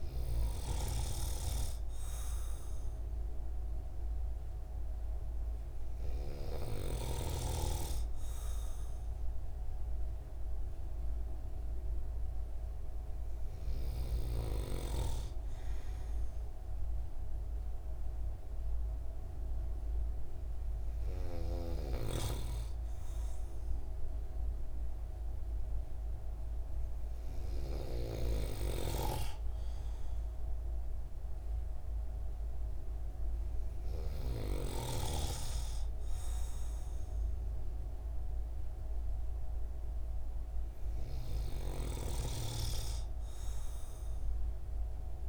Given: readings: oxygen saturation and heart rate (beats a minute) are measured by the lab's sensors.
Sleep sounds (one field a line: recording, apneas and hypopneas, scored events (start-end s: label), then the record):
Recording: breathing in sleep by a room microphone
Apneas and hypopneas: none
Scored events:
none scored
From the record:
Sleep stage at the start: N2 (light sleep)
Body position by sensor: on the right side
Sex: male